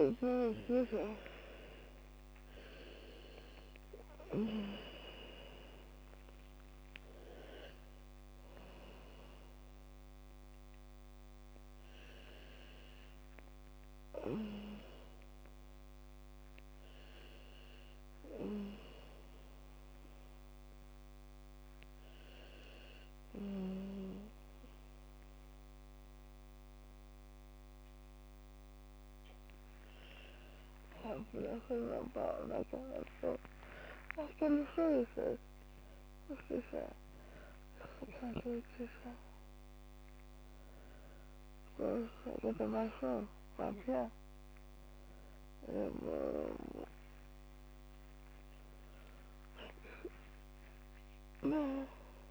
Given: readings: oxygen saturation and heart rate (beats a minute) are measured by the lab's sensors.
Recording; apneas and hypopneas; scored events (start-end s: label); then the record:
a person awake in a sleep study, by a microphone on the trachea; none
0.00-22.50 s: oxygen desaturation (device-marked, oxygen 88% lowest, heart rate 57 extreme)
12.50-52.31 s: new sleep stage, awake
From the record:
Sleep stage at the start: N2 (light sleep); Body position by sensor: on the back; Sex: female